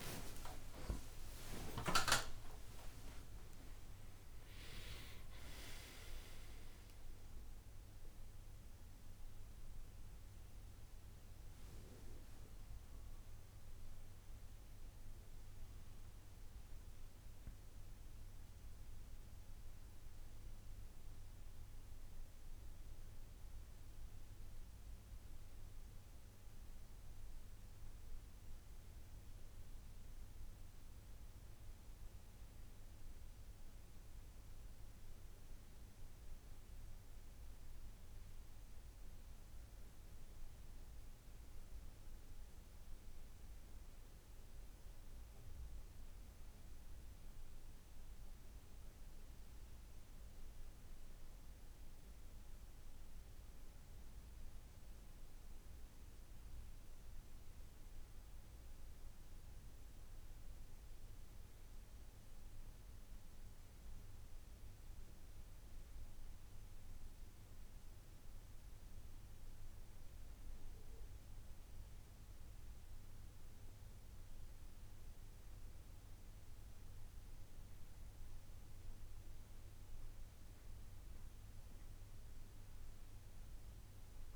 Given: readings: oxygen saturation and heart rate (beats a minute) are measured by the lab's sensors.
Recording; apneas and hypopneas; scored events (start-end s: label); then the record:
a person partly awake in a sleep study, by a room microphone; none
6.50-12.50 s: bradycardia (device-marked)
16.50-76.50 s: new sleep stage, N1 (lightest sleep)
76.50-84.36 s: new sleep stage, N2 (light sleep)
From the record:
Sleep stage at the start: awake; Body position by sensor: on the right side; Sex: male